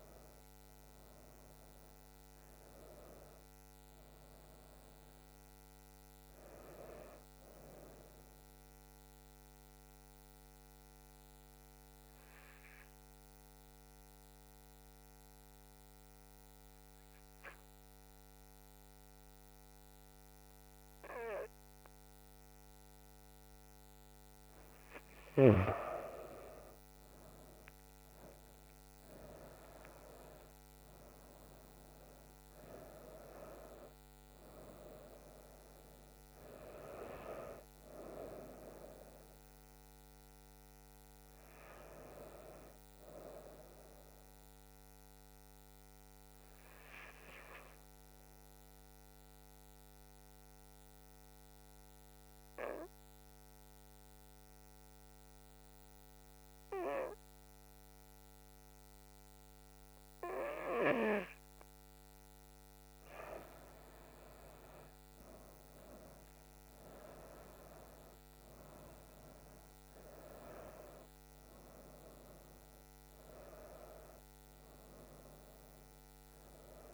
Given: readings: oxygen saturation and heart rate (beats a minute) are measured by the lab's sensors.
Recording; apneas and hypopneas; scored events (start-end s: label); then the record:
breathing in sleep by a microphone on the trachea; 2
0.00-8.00 s: oxygen desaturation (device-marked, oxygen 89% lowest, heart rate 68 extreme)
7.50-24.50 s: hypopnea (oxygen 97% before, 90% lowest, heart rate 75 before, 68 extreme, up 12 after)
26.00-46.00 s: oxygen desaturation (device-marked, oxygen 97% before, 91% lowest, heart rate 71 before, 67 extreme)
28.50-31.00 s: arousal
49.00-62.50 s: mixed apnea (oxygen 97% before, 90% lowest, heart rate 76 before, 67 extreme, up 16 after)
65.00-76.94 s: oxygen desaturation (device-marked, oxygen 96% before, 90% lowest, heart rate 68 before, 67 extreme)
66.50-71.50 s: arousal
From the record:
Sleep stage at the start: N2 (light sleep); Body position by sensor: on the back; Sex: female